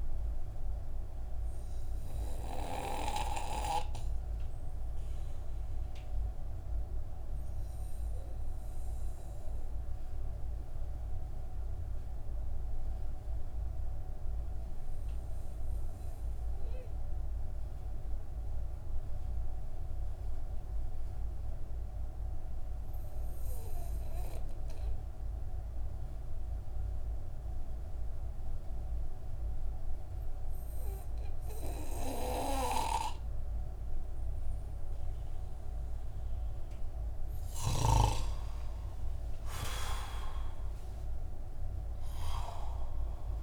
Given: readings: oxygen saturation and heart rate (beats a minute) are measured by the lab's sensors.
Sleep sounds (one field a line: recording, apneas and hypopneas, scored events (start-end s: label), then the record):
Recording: breathing in sleep by a room microphone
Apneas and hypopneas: 1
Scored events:
2.00-37.50 s: obstructive apnea (oxygen 98% before, 91% lowest)
38.50-43.43 s: arousal
From the record:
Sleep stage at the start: N2 (light sleep)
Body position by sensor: on the back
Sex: male